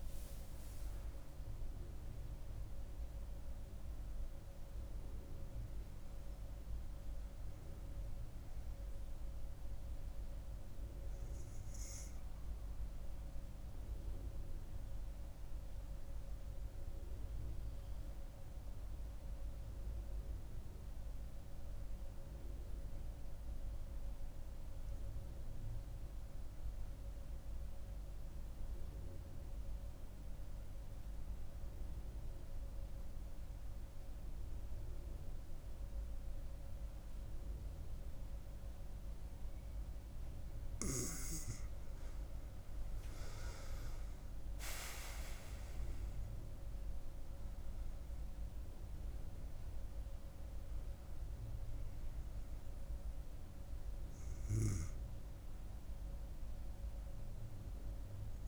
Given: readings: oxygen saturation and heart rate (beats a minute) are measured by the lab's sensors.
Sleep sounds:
breathing in sleep, hard to hear, by a room microphone; 1
0.00-18.00 s: oxygen desaturation (device-marked, oxygen 91% lowest, heart rate 65 extreme)
20.00-40.50 s: obstructive apnea (oxygen 97% before, 90% lowest, heart rate 74 before, 64 extreme, up 10 after)
37.00-58.48 s: oxygen desaturation (device-marked, oxygen 97% before, 90% lowest, heart rate 68 before, 64 extreme)
43.50-48.50 s: arousal
From the record:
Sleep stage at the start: N2 (light sleep); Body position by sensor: on the right side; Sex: female

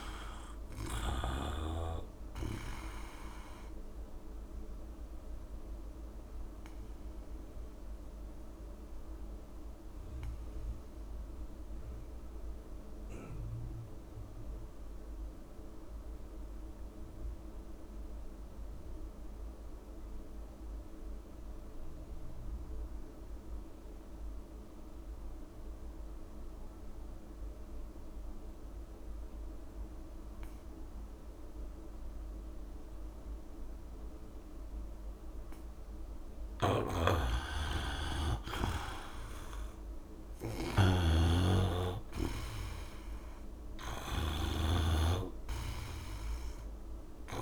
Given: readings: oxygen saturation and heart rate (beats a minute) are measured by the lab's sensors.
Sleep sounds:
breathing in sleep by a room microphone; 1
0.00-14.50 s: oxygen desaturation (device-marked, oxygen 79% lowest, heart rate 57 extreme)
5.00-35.50 s: obstructive apnea (oxygen 97% before, 79% lowest, heart rate 67 before, 59 extreme, up 4 after)
32.50-47.42 s: oxygen desaturation (device-marked, oxygen 98% before, 81% lowest, heart rate 68 before, 59 extreme)
36.50-47.42 s: snoring (device-marked)
37.00-39.00 s: long interval between heartbeats (device-marked, heart rate 67 before, 69 extreme)
37.50-41.00 s: arousal
From the record:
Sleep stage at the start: N2 (light sleep); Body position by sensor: on the back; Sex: male

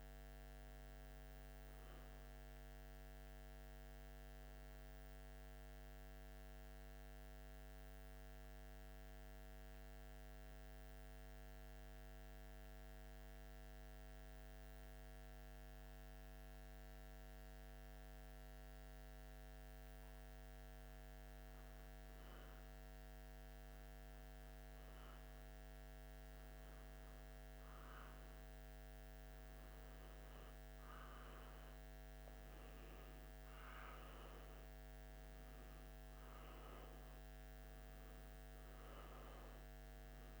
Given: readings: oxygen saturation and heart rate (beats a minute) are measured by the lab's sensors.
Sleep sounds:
breathing in sleep, hard to hear, by a microphone on the trachea; 1
1.00-31.00 s: new sleep stage, N2 (light sleep)
5.50-20.50 s: central apnea (oxygen 97% before, 91% lowest, heart rate 84 before, 77 extreme, up 2 after)
10.00-28.00 s: oxygen desaturation (device-marked, oxygen 96% before, 91% lowest, heart rate 84 before, 77 extreme)
23.00-27.00 s: arousal
31.00-40.40 s: new sleep stage, N1 (lightest sleep)
From the record:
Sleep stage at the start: N1 (lightest sleep); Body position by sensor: on the back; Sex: male

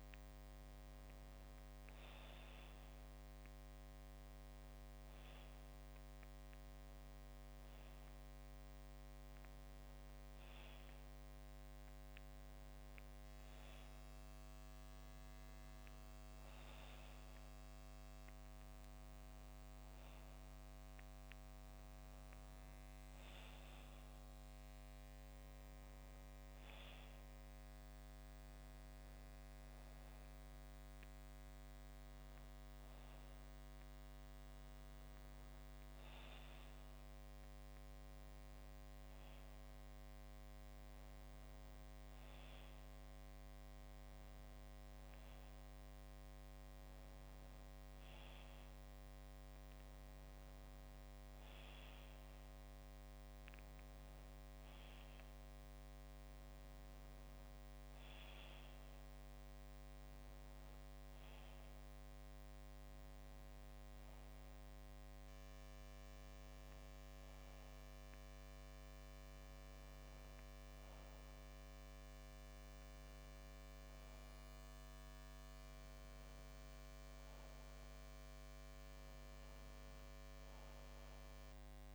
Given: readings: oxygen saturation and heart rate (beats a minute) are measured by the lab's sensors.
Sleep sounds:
breathing in sleep, hard to hear, by a microphone on the trachea; none
none scored
From the record:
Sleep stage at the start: N2 (light sleep); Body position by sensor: on the back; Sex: male

